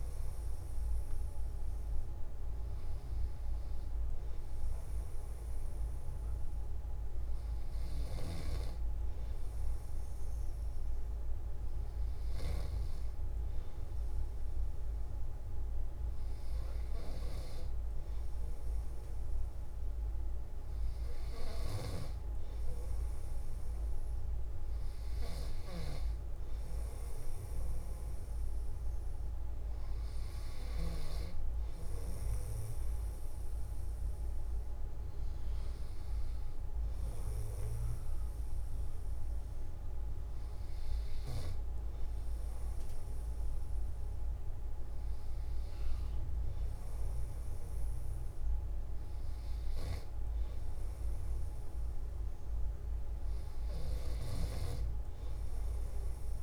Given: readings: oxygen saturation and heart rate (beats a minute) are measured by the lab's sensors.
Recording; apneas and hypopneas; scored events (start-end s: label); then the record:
breathing in sleep by a room microphone; none
none scored
From the record:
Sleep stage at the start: N3 (deep sleep); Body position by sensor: on the back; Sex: male